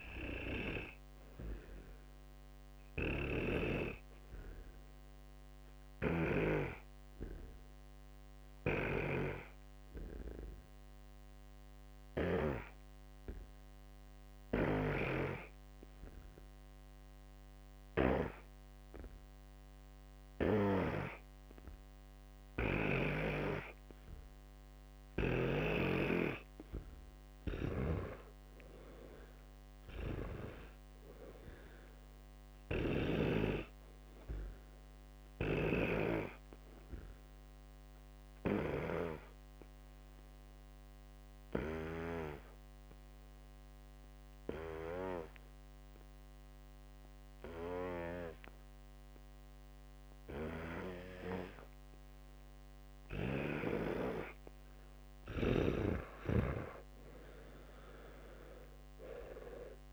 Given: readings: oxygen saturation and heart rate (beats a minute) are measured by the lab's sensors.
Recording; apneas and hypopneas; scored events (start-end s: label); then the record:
breathing in sleep by a microphone on the trachea; 2
0.00-3.00 s: oxygen desaturation (device-marked, oxygen 95% lowest, heart rate 62 extreme)
3.00-6.50 s: snoring (device-marked)
7.00-24.50 s: hypopnea (oxygen 100% before, 94% lowest, heart rate 67 before, 62 extreme, up 12 after)
27.00-31.00 s: arousal
27.50-33.50 s: snoring (device-marked)
29.00-54.00 s: oxygen desaturation (device-marked, oxygen 99% before, 94% lowest, heart rate 65 before, 62 extreme)
37.00-55.00 s: hypopnea (oxygen 100% before, 94% lowest, heart rate 68 before, 63 extreme, up 14 after)
49.00-59.93 s: new sleep stage, awake
From the record:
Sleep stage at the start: N2 (light sleep); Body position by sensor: on the back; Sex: male